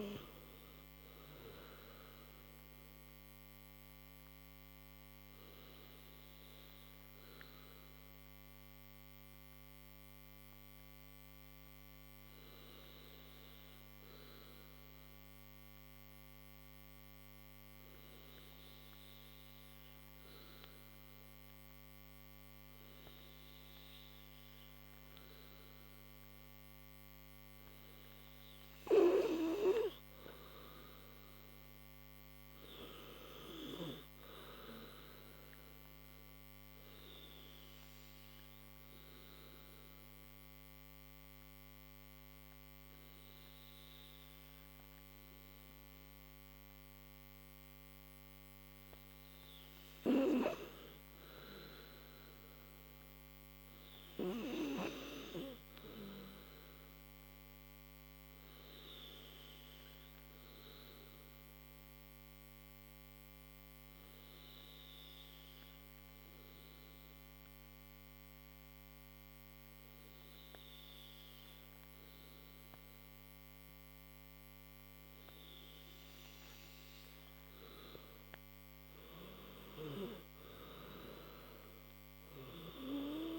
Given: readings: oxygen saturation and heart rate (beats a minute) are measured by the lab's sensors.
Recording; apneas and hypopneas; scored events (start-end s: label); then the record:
breathing in sleep by a microphone on the trachea; 3
3.50-28.00 s: obstructive apnea (oxygen 98% before, 93% lowest, heart rate 64 before, 52 extreme, up 16 after)
30.00-33.00 s: arousal
36.50-49.00 s: obstructive apnea (oxygen 97% before, 93% lowest, heart rate 62 before, 55 extreme, up 13 after)
58.00-76.50 s: obstructive apnea (oxygen 97% before, 93% lowest, heart rate 62 before, 54 extreme, up 19 after)
80.00-83.00 s: arousal
80.00-83.39 s: oxygen desaturation (device-marked, oxygen 96% before, 93% lowest, heart rate 60 before, 54 extreme)
From the record:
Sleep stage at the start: N2 (light sleep); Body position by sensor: on the right side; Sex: male